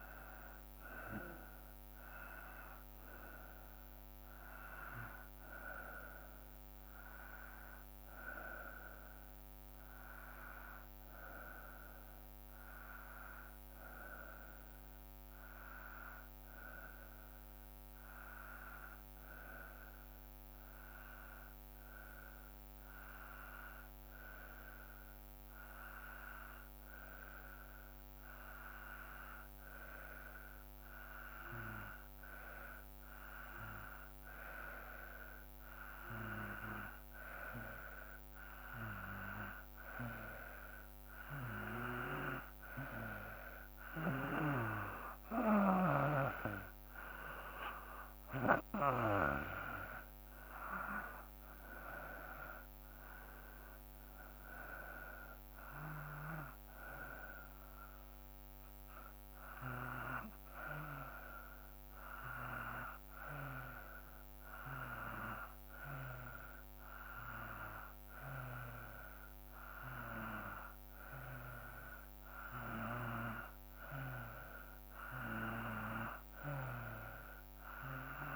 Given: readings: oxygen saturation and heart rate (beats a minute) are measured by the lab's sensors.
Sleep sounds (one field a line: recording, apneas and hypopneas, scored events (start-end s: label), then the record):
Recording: breathing in sleep by a microphone on the trachea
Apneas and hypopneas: 2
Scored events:
17.50-30.00 s: hypopnea (oxygen 96% before, 92% lowest, heart rate 59 before, 57 extreme, up 3 after)
33.00-37.00 s: arousal
33.00-51.00 s: oxygen desaturation (device-marked, oxygen 95% before, 92% lowest, heart rate 57 before, 57 extreme)
58.50-70.00 s: hypopnea (oxygen 95% before, 93% lowest, heart rate 60 before, 57 extreme, up 3 after)
74.50-78.36 s: arousal
From the record:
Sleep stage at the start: N2 (light sleep)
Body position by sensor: on the back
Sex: male